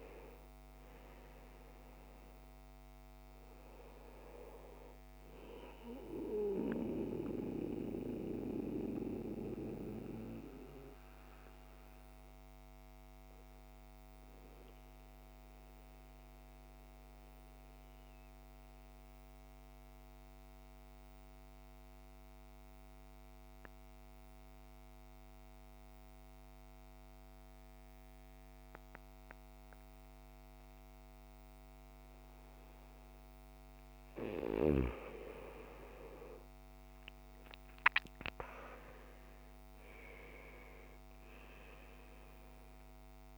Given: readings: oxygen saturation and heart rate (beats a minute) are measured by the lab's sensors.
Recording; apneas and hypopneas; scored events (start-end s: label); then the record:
breathing in sleep by a microphone on the trachea; 1
0.00-14.00 s: oxygen desaturation (device-marked, oxygen 88% lowest, heart rate 51 extreme)
7.50-34.50 s: mixed apnea (oxygen 99% before, 84% lowest, heart rate 59 before, 51 extreme, up 17 after)
35.00-43.38 s: oxygen desaturation (device-marked, oxygen 100% before, 84% lowest, heart rate 56 before, 53 extreme)
37.00-41.50 s: arousal
From the record:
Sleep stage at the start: N2 (light sleep); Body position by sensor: on the back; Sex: male